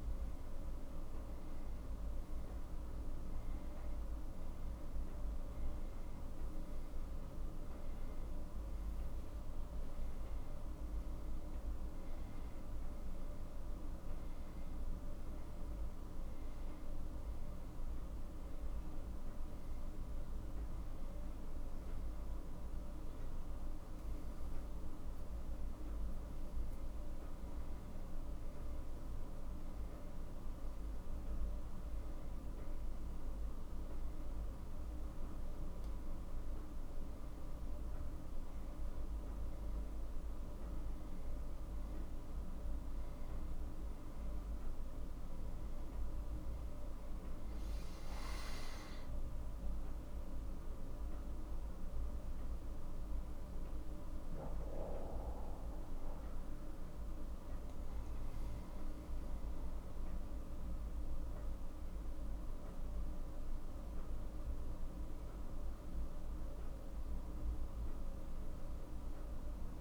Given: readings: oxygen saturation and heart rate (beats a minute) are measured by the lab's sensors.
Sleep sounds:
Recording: breathing in sleep, hard to hear, by a room microphone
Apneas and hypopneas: none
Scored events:
none scored
From the record:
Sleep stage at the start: N2 (light sleep)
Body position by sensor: on the back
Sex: male

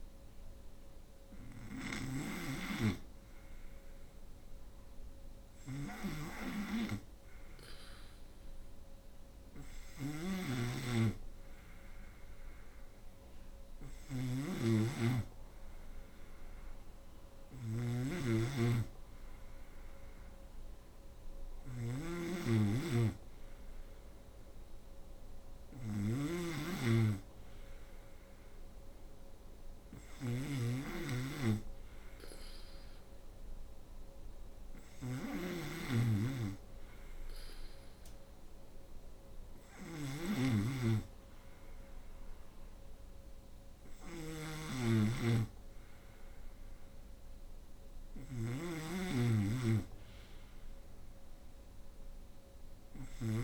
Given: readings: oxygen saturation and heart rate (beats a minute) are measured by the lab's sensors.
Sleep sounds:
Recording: breathing in sleep by a room microphone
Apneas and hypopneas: none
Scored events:
0.00-4.50 s: oxygen desaturation (device-marked, oxygen 90% lowest, heart rate 65 extreme)
0.00-53.44 s: snoring (device-marked)
From the record:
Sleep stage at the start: N2 (light sleep)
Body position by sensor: on the right side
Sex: female

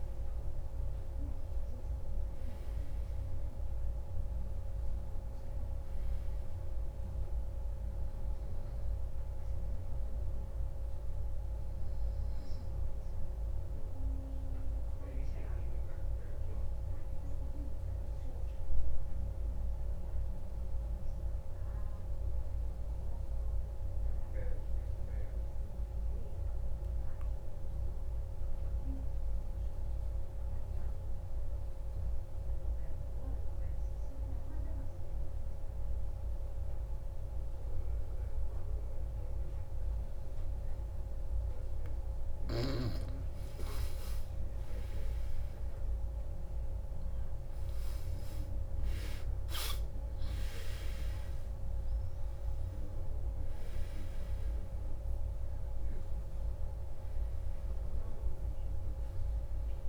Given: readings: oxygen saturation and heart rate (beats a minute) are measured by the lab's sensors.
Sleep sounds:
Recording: breathing in sleep, hard to hear, by a room microphone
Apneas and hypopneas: 1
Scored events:
0.00-18.00 s: oxygen desaturation (device-marked, oxygen 91% lowest, heart rate 136 extreme)
18.50-42.50 s: mixed apnea (oxygen 96% before, 91% lowest, heart rate 170 before, 111 extreme, up 0 after)
44.00-49.50 s: arousal
44.00-59.89 s: oxygen desaturation (device-marked, oxygen 97% before, 91% lowest, heart rate 190 before, 59 extreme)
From the record:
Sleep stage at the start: N2 (light sleep)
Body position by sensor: on the back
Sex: male

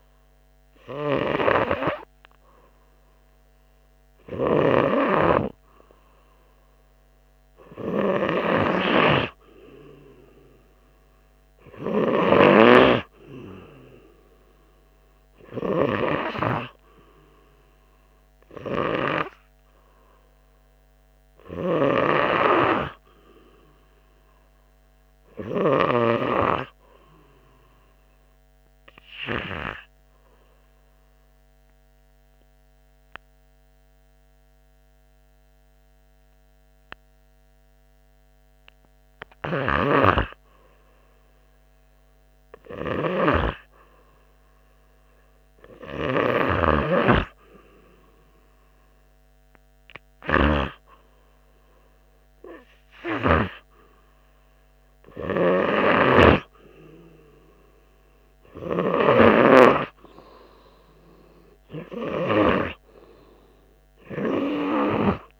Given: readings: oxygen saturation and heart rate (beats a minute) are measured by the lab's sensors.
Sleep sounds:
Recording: breathing in sleep by a microphone on the trachea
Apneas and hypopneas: 1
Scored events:
23.50-26.50 s: arousal
30.50-41.00 s: obstructive apnea (oxygen 97% before, 95% lowest, heart rate 87 before, 82 extreme, up 5 after)
43.00-47.00 s: arousal
43.50-54.00 s: snoring (device-marked)
From the record:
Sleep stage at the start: N2 (light sleep)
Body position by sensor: on the right side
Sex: male

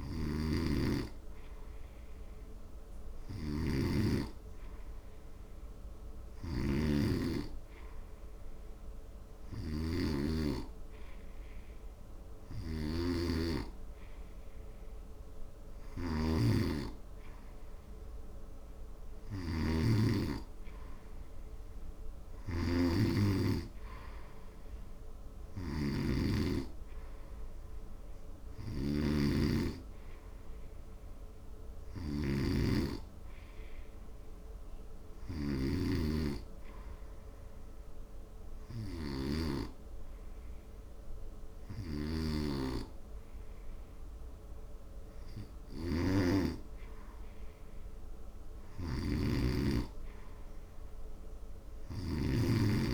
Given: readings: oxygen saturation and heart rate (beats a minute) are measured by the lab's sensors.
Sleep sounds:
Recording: breathing in sleep by a room microphone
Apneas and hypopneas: none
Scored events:
none scored
From the record:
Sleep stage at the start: N2 (light sleep)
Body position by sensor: on the front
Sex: male

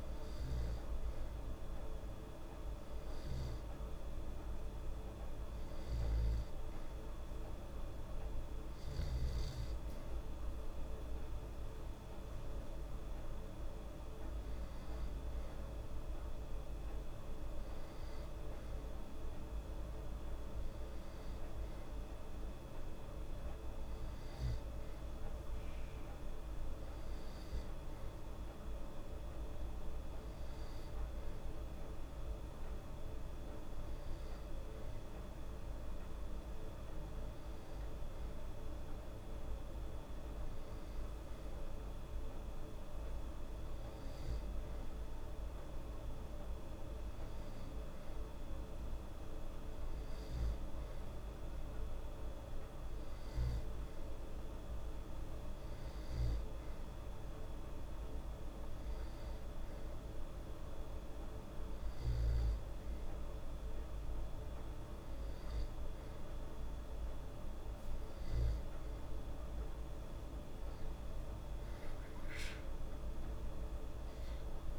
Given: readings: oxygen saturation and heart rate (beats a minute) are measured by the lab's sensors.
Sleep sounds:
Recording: breathing in sleep, hard to hear, by a room microphone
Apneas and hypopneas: none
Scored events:
none scored
From the record:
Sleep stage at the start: N2 (light sleep)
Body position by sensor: on the back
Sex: female

